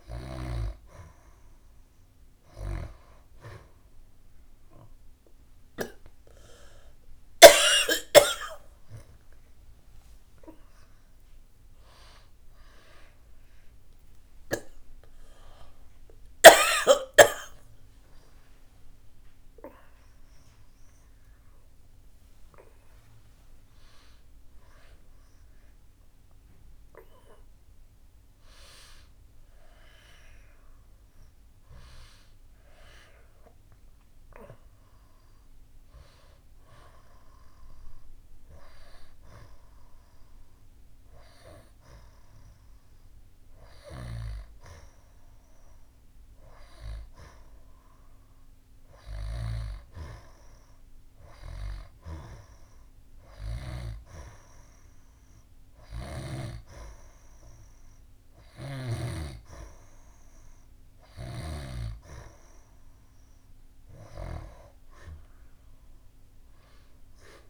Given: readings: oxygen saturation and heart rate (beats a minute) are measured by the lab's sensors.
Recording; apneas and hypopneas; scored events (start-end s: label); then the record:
a person partly awake in a sleep study, by a room microphone; none
28.50-67.50 s: new sleep stage, N2 (light sleep)
65.00-67.50 s: arousal
From the record:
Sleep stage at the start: awake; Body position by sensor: on the back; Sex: female